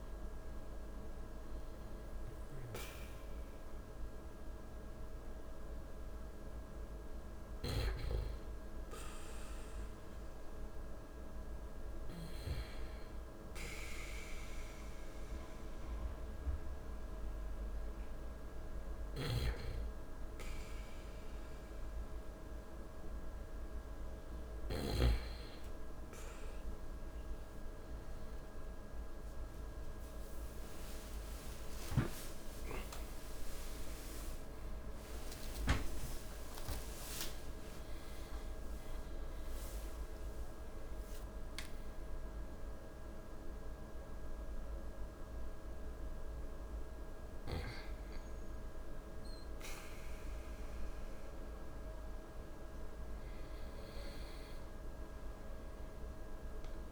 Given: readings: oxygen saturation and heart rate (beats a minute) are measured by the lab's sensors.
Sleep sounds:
breathing in sleep, hard to hear, by a room microphone; none
26.50-33.50 s: tachycardia (device-marked, heart rate 59 before, 144 extreme)
30.50-36.00 s: arousal
From the record:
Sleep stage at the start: N2 (light sleep); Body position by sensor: on the back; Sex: male

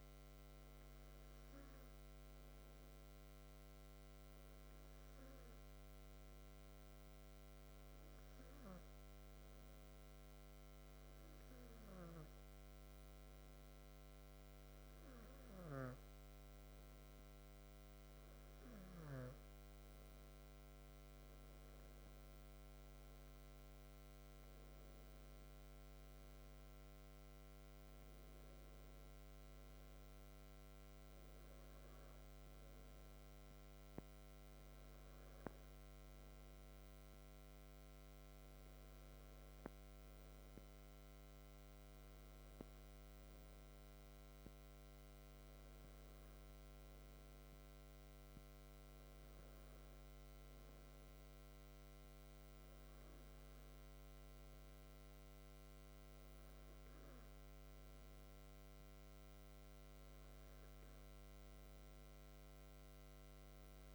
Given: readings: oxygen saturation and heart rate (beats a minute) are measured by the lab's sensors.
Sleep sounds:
breathing in sleep, hard to hear, by a microphone on the trachea; none
none scored
From the record:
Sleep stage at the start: N2 (light sleep); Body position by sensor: on the back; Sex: male

